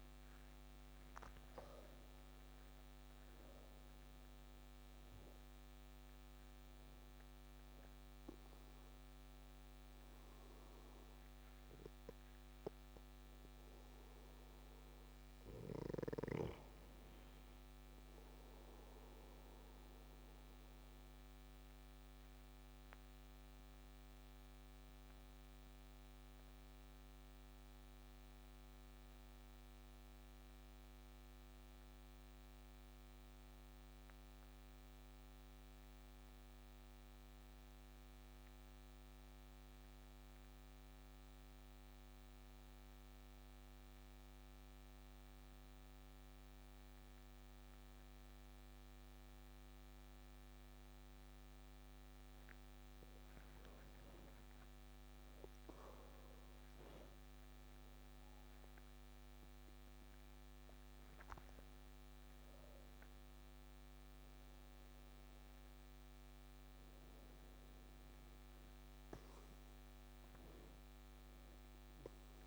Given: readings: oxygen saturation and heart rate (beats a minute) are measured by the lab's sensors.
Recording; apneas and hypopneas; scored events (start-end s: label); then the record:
breathing in sleep, hard to hear, by a microphone on the trachea; 1
0.00-1.00 s: arousal
0.00-7.50 s: oxygen desaturation (device-marked, oxygen 90% lowest, heart rate 25 extreme)
21.50-51.50 s: obstructive apnea (oxygen 93% before, 94% lowest)
51.50-72.47 s: oxygen desaturation (device-marked, oxygen 98% before, 94% lowest)
57.00-62.50 s: arousal
From the record:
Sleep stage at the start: N2 (light sleep); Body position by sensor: on the back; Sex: male